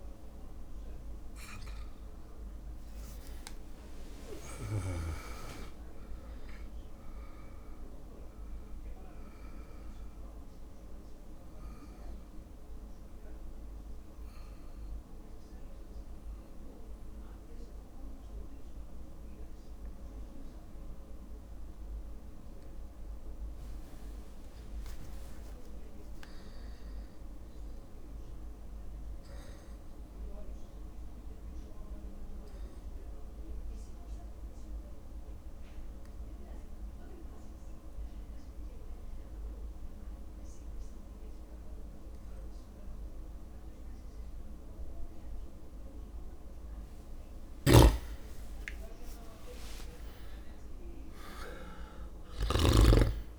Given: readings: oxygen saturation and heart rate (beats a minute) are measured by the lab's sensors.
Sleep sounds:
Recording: breathing in sleep by a room microphone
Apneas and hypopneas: 2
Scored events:
0.00-2.00 s: drop in pulse transit time (device-marked, heart rate 58 extreme)
4.50-8.00 s: arousal
10.50-23.50 s: central apnea (oxygen 100% before, 95% lowest, heart rate 59 before, 57 extreme, up 4 after)
25.50-28.50 s: arousal
31.50-47.00 s: obstructive apnea (oxygen 100% before, 95% lowest, heart rate 59 before, 57 extreme, up 13 after)
47.50-53.00 s: snoring (device-marked)
48.00-53.39 s: drop in pulse transit time (device-marked, heart rate 58 before, 59 extreme)
49.50-53.00 s: arousal
50.00-52.00 s: long interval between heartbeats (device-marked, heart rate 58 before, 70 extreme)
From the record:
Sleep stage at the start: REM sleep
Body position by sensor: on the back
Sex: male

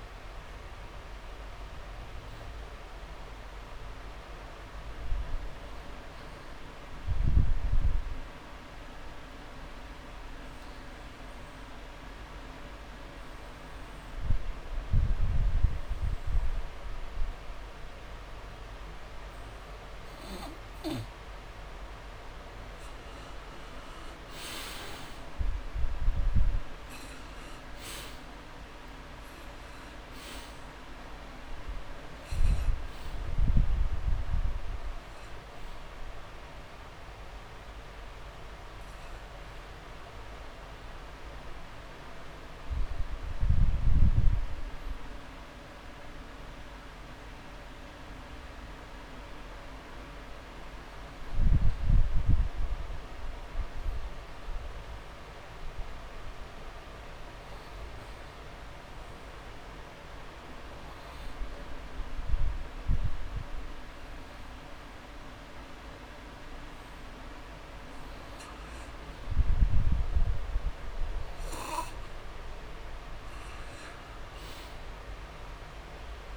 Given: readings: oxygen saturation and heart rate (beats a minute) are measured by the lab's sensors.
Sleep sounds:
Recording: breathing in sleep, hard to hear, by a room microphone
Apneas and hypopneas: 2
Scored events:
0.00-3.00 s: arousal
7.00-22.00 s: obstructive apnea (oxygen 97% before, 87% lowest)
13.00-15.00 s: long interval between heartbeats (device-marked)
23.50-26.50 s: arousal
27.50-62.50 s: oxygen desaturation (device-marked, oxygen 97% before, 87% lowest)
53.00-56.50 s: arousal
59.00-69.00 s: obstructive apnea (oxygen 96% before, 90% lowest)
68.00-70.00 s: long interval between heartbeats (device-marked)
71.00-74.00 s: arousal
From the record:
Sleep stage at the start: N2 (light sleep)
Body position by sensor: on the back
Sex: male

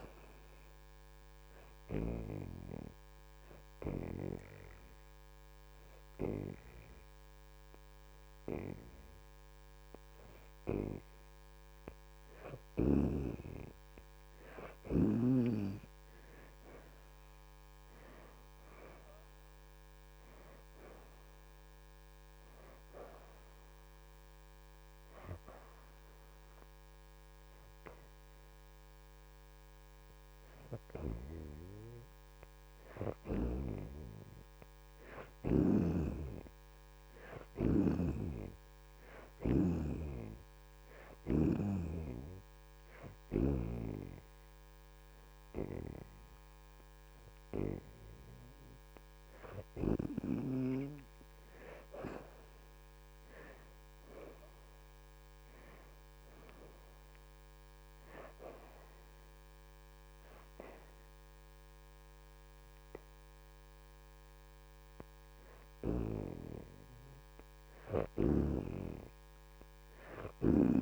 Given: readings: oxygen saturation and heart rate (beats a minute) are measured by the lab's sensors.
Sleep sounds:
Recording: breathing in sleep by a microphone on the trachea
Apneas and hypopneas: 1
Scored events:
0.00-17.00 s: oxygen desaturation (device-marked, oxygen 60% lowest, heart rate 77 extreme)
1.50-12.50 s: hypopnea (oxygen 78% before, 58% lowest, heart rate 80 before, 77 extreme, up 4 after)
17.00-21.00 s: arousal
27.00-38.00 s: oxygen desaturation (device-marked, oxygen 71% before, 58% lowest, heart rate 83 before, 77 extreme)
58.00-70.82 s: oxygen desaturation (device-marked, oxygen 72% before, 59% lowest, heart rate 82 before, 78 extreme)
From the record:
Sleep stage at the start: N2 (light sleep)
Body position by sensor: on the back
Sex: female

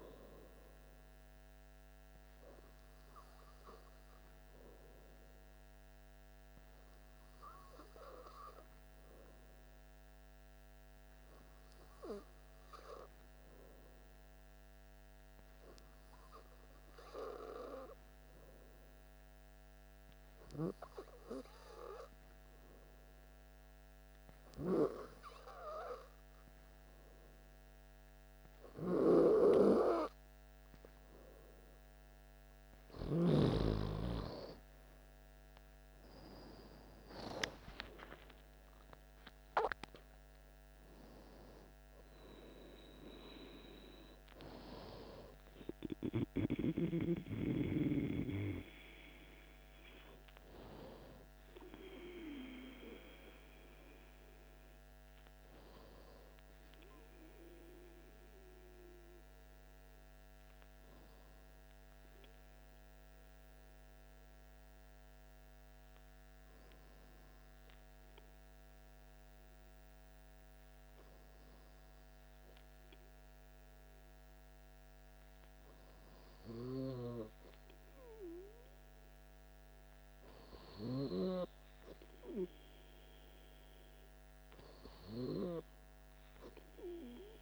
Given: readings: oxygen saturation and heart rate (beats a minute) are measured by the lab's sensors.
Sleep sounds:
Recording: breathing in sleep by a microphone on the trachea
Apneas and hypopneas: 2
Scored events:
5.50-31.50 s: hypopnea (oxygen 96% before, 92% lowest, heart rate 60 before, 55 extreme, up 7 after)
24.00-58.00 s: oxygen desaturation (device-marked, oxygen 97% before, 92% lowest, heart rate 59 before, 55 extreme)
37.00-42.00 s: arousal
60.00-77.00 s: hypopnea (oxygen 95% before, 94% lowest, heart rate 61 before, 56 extreme, up 2 after)
79.00-82.50 s: arousal
From the record:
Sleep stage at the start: N2 (light sleep)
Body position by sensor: on the back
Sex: male

